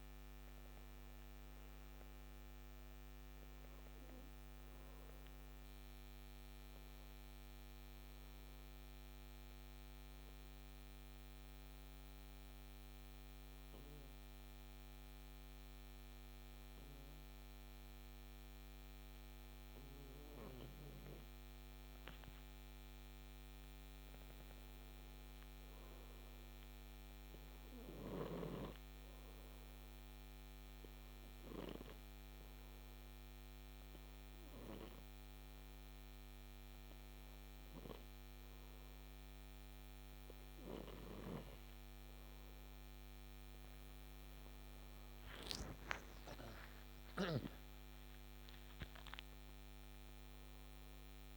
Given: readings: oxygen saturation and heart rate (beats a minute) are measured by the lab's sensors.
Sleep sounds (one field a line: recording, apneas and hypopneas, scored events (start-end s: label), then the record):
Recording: breathing in sleep by a microphone on the trachea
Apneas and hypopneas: 2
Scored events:
0.00-18.00 s: oxygen desaturation (device-marked, oxygen 90% lowest, heart rate 58 extreme)
5.50-20.50 s: hypopnea (oxygen 96% before, 90% lowest, heart rate 65 before, 58 extreme, up 15 after)
22.50-26.00 s: arousal
30.00-41.00 s: oxygen desaturation (device-marked, oxygen 96% before, 92% lowest, heart rate 65 before, 55 extreme)
31.00-43.00 s: hypopnea (oxygen 97% before, 90% lowest, heart rate 65 before, 55 extreme, up 20 after)
45.00-50.50 s: arousal
From the record:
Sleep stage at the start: N2 (light sleep)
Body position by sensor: on the right side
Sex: male